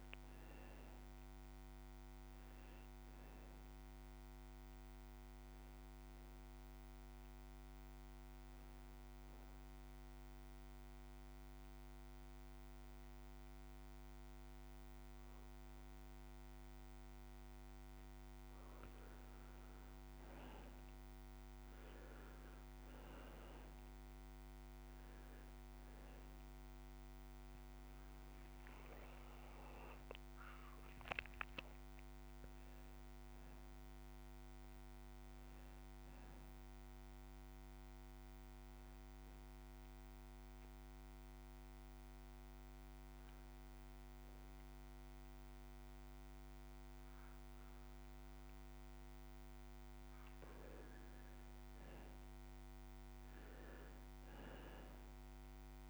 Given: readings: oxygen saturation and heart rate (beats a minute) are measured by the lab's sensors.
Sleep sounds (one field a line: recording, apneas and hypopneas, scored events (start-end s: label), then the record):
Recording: breathing in sleep, hard to hear, by a microphone on the trachea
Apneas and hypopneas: 2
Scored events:
0.00-9.50 s: oxygen desaturation (device-marked, oxygen 91% lowest, heart rate 65 extreme)
0.50-5.00 s: arousal
0.50-55.90 s: new sleep stage, N2 (light sleep)
8.50-18.50 s: obstructive apnea (oxygen 97% before, 90% lowest, heart rate 72 before, 64 extreme, up 10 after)
24.00-28.50 s: arousal
24.50-36.50 s: oxygen desaturation (device-marked, oxygen 95% before, 90% lowest, heart rate 68 before, 63 extreme)
38.50-49.00 s: obstructive apnea (oxygen 96% before, 89% lowest, heart rate 73 before, 65 extreme, up 11 after)
51.00-54.50 s: arousal
54.50-55.90 s: oxygen desaturation (device-marked, oxygen 94% before, 90% lowest, heart rate 68 before, 56 extreme)
From the record:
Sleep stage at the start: N1 (lightest sleep)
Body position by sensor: on the back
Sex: male